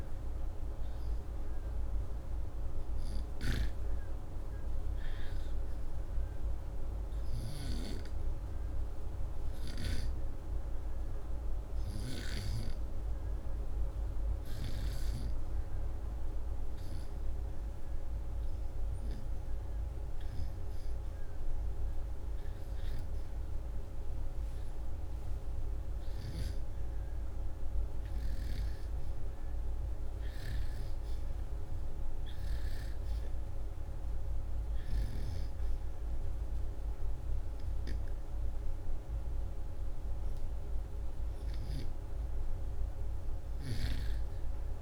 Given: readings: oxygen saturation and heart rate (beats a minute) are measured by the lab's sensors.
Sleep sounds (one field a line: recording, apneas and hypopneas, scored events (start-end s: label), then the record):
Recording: breathing in sleep by a room microphone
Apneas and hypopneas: none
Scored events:
none scored
From the record:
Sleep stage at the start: REM sleep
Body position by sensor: upright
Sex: male